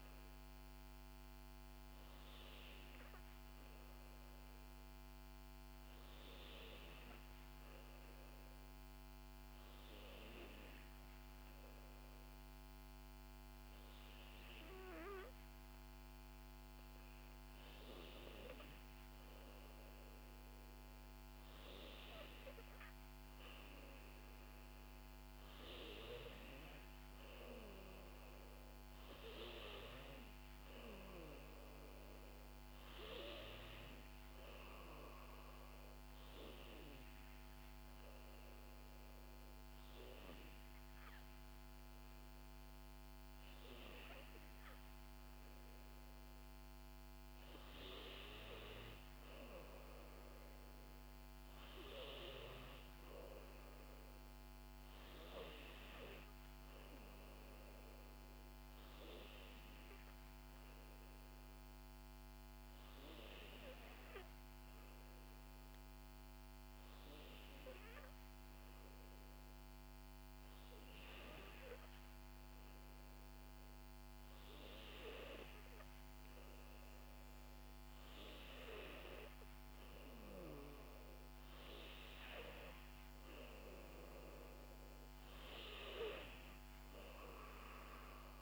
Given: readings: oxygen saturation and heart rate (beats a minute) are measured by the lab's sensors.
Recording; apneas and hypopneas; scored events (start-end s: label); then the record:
breathing in sleep by a microphone on the trachea; 3
3.50-7.00 s: arousal
9.00-22.50 s: hypopnea (oxygen 96% before, 91% lowest, heart rate 64 before, 61 extreme, up 3 after)
24.00-28.50 s: arousal
35.00-46.00 s: hypopnea (oxygen 94% before, 90% lowest, heart rate 63 before, 60 extreme, up 1 after)
48.50-52.00 s: arousal
64.00-66.00 s: long interval between heartbeats (device-marked, heart rate 65 before, 62 extreme)
64.00-76.00 s: hypopnea (oxygen 93% before, 90% lowest, heart rate 65 before, 61 extreme, up 6 after)
77.00-79.00 s: long interval between heartbeats (device-marked, heart rate 63 before, 67 extreme)
78.50-83.00 s: arousal
From the record:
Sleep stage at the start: N2 (light sleep); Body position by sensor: on the back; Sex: female